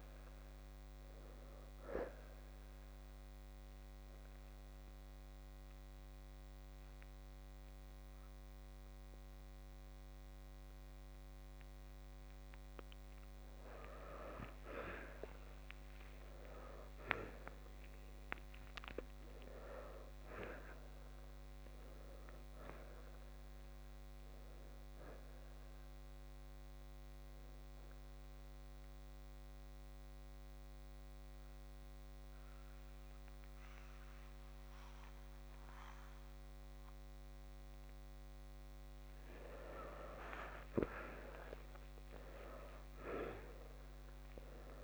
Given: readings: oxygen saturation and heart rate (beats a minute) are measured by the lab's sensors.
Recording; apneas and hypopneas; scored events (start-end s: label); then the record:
breathing in sleep by a microphone on the trachea; 2
2.00-14.00 s: obstructive apnea (oxygen 95% before, 81% lowest, heart rate 65 before, 55 extreme, up 5 after)
5.00-20.00 s: oxygen desaturation (device-marked, oxygen 91% before, 87% lowest, heart rate 64 before, 53 extreme)
16.00-20.00 s: arousal
27.00-39.00 s: oxygen desaturation (device-marked, oxygen 93% before, 84% lowest, heart rate 64 before, 53 extreme)
28.50-38.50 s: central apnea (oxygen 93% before, 81% lowest, heart rate 64 before, 53 extreme, up 11 after)
42.00-44.84 s: arousal
From the record:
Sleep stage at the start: N2 (light sleep); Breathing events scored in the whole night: 207 in 4.2 hours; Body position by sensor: on the left side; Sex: male